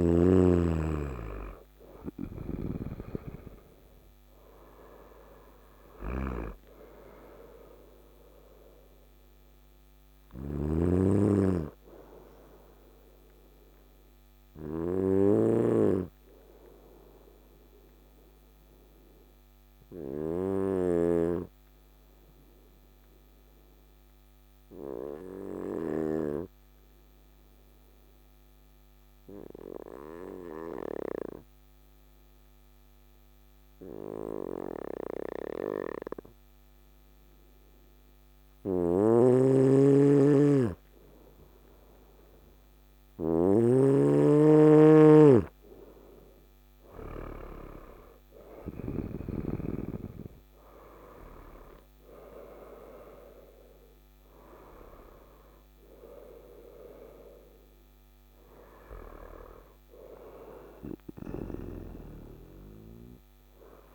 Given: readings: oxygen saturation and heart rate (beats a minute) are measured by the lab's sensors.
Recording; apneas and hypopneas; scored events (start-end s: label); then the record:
breathing in sleep by a microphone on the trachea; 1
1.50-10.50 s: snoring (device-marked)
13.50-40.00 s: obstructive apnea (oxygen 95% before, 92% lowest, heart rate 61 before, 55 extreme, up 6 after)
38.00-48.50 s: snoring (device-marked)
41.50-63.95 s: oxygen desaturation (device-marked, oxygen 99% before, 92% lowest, heart rate 55 before, 54 extreme)
46.00-50.00 s: arousal
From the record:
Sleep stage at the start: N2 (light sleep); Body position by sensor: on the right side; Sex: male